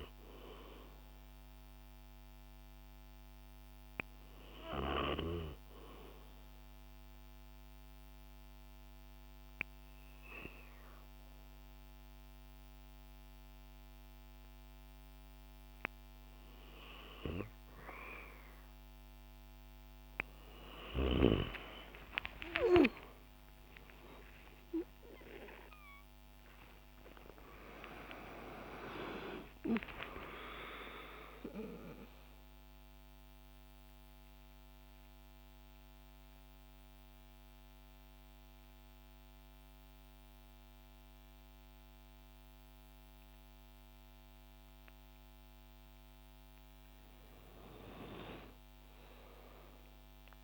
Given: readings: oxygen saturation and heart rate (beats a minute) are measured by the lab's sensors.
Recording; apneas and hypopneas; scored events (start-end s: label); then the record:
breathing in sleep by a microphone on the trachea; 2
0.00-1.00 s: arousal
0.00-4.50 s: snoring (device-marked)
4.00-16.50 s: hypopnea (oxygen 96% before, 92% lowest, heart rate 57 before, 54 extreme, up 35 after)
21.50-28.00 s: arousal
28.50-31.50 s: oxygen desaturation (device-marked, oxygen 96% before, 93% lowest, heart rate 72 before, 64 extreme)
32.00-45.00 s: central apnea (oxygen 96% before, 92% lowest, heart rate 83 before, 61 extreme)
46.00-50.00 s: arousal
From the record:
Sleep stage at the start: N2 (light sleep); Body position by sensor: on the back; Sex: female